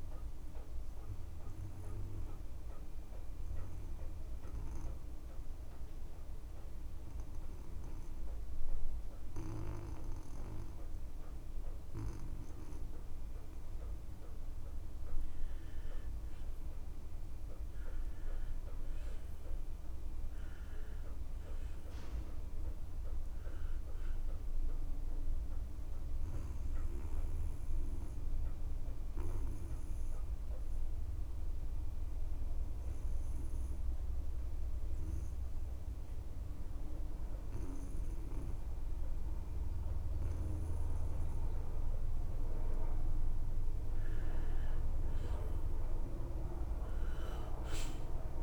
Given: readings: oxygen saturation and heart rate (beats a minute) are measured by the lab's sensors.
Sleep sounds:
breathing in sleep by a room microphone; 2
0.00-19.50 s: oxygen desaturation (device-marked, oxygen 89% lowest)
2.50-15.50 s: obstructive apnea (oxygen 98% before, 89% lowest)
20.00-24.50 s: arousal
33.00-44.00 s: mixed apnea (oxygen 96% before, 89% lowest)
36.50-48.42 s: oxygen desaturation (device-marked, oxygen 96% before, 92% lowest)
From the record:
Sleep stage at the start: N2 (light sleep); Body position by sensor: on the back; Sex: male

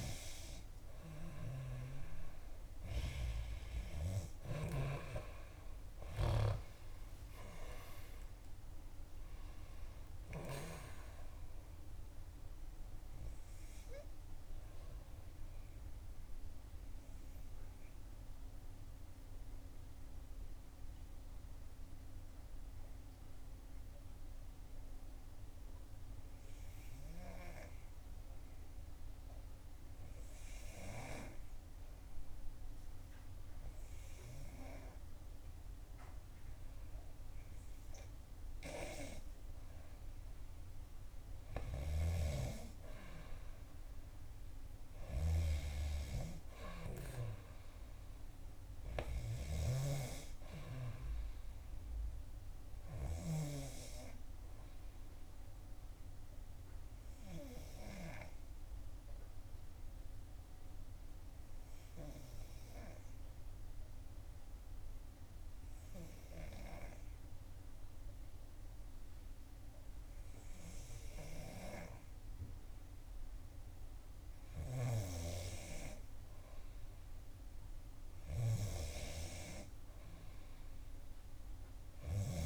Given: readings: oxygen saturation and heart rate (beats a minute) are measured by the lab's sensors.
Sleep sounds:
breathing in sleep by a room microphone; 2
1.00-25.00 s: oxygen desaturation (device-marked, oxygen 96% before, 91% lowest, heart rate 63 before, 58 extreme)
1.50-3.50 s: long interval between heartbeats (device-marked, heart rate 63 before, 65 extreme)
3.50-7.00 s: arousal
17.00-38.50 s: obstructive apnea (oxygen 96% before, 92% lowest, heart rate 66 before, 57 extreme, up 1 after)
40.00-44.50 s: arousal
40.00-64.00 s: oxygen desaturation (device-marked, oxygen 96% before, 92% lowest, heart rate 62 before, 57 extreme)
47.50-49.50 s: long interval between heartbeats (device-marked, heart rate 64 before, 68 extreme)
56.50-73.50 s: obstructive apnea (oxygen 96% before, 92% lowest, heart rate 63 before, 58 extreme, up 5 after)
75.50-78.50 s: arousal
From the record:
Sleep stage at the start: N2 (light sleep); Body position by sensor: on the back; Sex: female

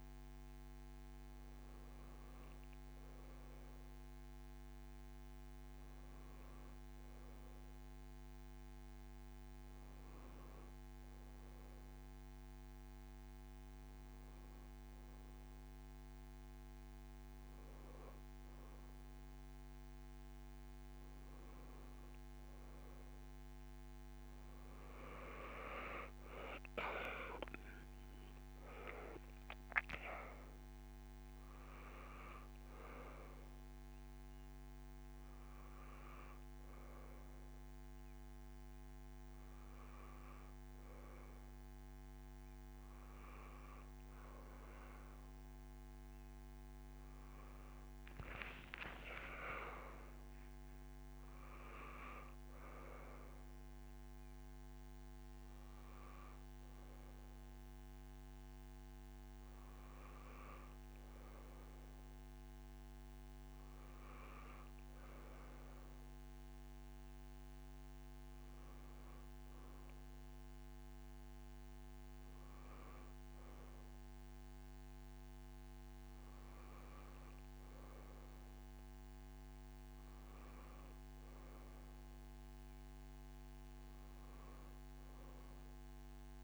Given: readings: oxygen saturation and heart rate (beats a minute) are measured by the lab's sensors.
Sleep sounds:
a person awake in a sleep study, by a microphone on the trachea; none
20.50-86.44 s: new sleep stage, awake
From the record:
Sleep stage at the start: N1 (lightest sleep); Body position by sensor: on the back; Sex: female

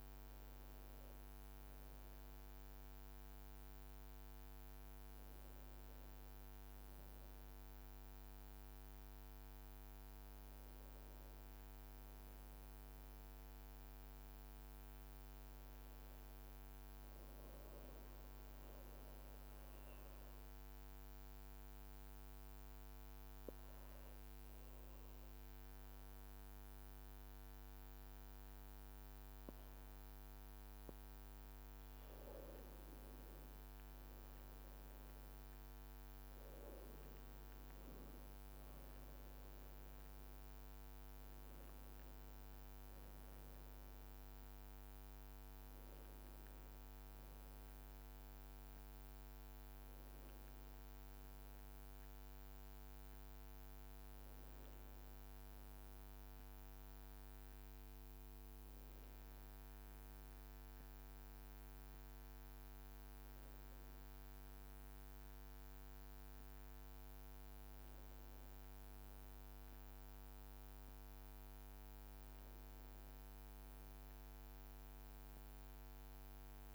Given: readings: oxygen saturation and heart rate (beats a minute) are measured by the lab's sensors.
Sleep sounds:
breathing in sleep, hard to hear, by a microphone on the trachea; 1
0.00-1.00 s: arousal
17.00-30.50 s: mixed apnea (oxygen 98% before, 92% lowest, heart rate 53 before, 51 extreme, up 2 after)
32.00-35.50 s: arousal
From the record:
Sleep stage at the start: N2 (light sleep); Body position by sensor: on the back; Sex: male

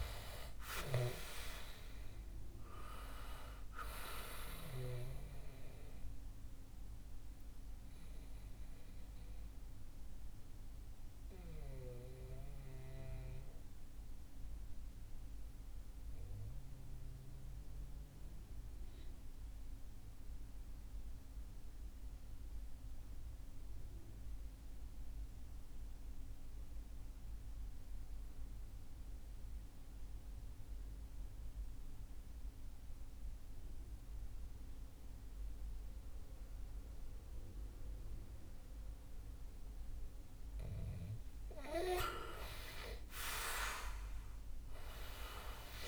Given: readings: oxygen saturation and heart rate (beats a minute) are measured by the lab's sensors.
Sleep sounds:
breathing in sleep by a room microphone; 1
0.00-1.00 s: arousal
1.50-23.50 s: oxygen desaturation (device-marked, oxygen 97% before, 91% lowest, heart rate 63 before, 58 extreme)
6.00-40.50 s: mixed apnea (oxygen 98% before, 90% lowest, heart rate 63 before, 57 extreme, up 8 after)
42.00-45.88 s: arousal
From the record:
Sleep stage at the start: N2 (light sleep); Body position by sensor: on the back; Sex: male

